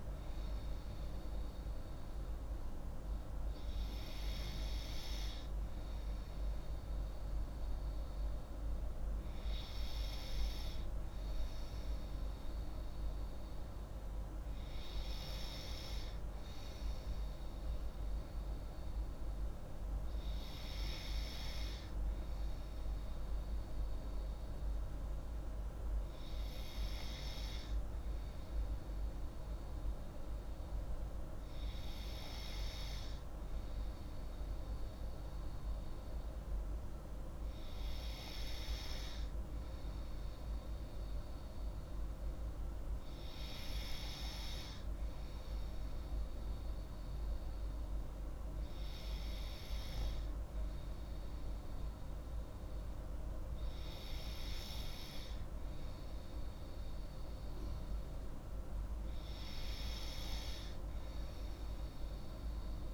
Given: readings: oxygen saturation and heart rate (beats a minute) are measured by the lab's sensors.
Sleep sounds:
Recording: breathing in sleep, hard to hear, by a room microphone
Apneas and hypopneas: none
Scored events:
none scored
From the record:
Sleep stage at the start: N3 (deep sleep)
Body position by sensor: on the left side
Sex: female

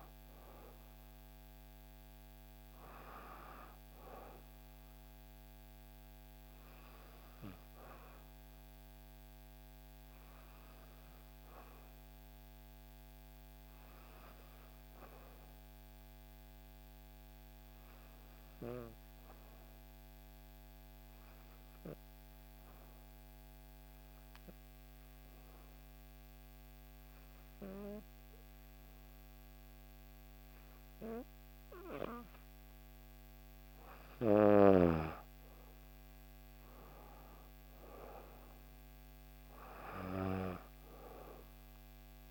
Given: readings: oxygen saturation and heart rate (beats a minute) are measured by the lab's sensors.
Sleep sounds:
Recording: breathing in sleep by a microphone on the trachea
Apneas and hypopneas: 1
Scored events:
0.00-13.00 s: oxygen desaturation (device-marked, oxygen 90% lowest, heart rate 57 extreme)
16.00-31.50 s: obstructive apnea (oxygen 97% before, 91% lowest, heart rate 60 before, 58 extreme, up 4 after)
33.00-42.31 s: oxygen desaturation (device-marked, oxygen 97% before, 91% lowest, heart rate 59 before, 58 extreme)
35.00-38.50 s: arousal
From the record:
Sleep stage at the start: N2 (light sleep)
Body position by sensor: on the back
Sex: female

